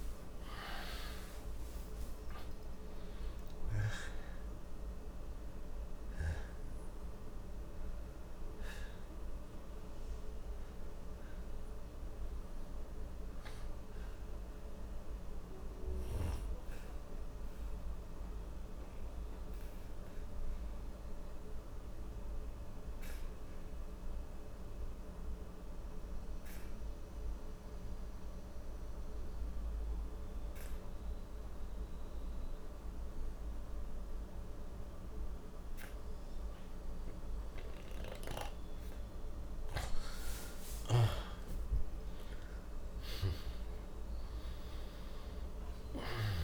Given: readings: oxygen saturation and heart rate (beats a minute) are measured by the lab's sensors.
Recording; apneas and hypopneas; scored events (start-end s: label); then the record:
breathing in sleep by a room microphone; 1
0.00-3.50 s: arousal
0.00-27.00 s: oxygen desaturation (device-marked, oxygen 96% before, 88% lowest, heart rate 64 before, 59 extreme)
11.50-39.00 s: obstructive apnea (oxygen 97% before, 86% lowest, heart rate 76 before, 59 extreme, up 4 after)
39.00-44.00 s: arousal
41.00-46.44 s: oxygen desaturation (device-marked, oxygen 98% before, 86% lowest, heart rate 60 before, 60 extreme)
From the record:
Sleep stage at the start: N2 (light sleep); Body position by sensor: on the back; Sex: male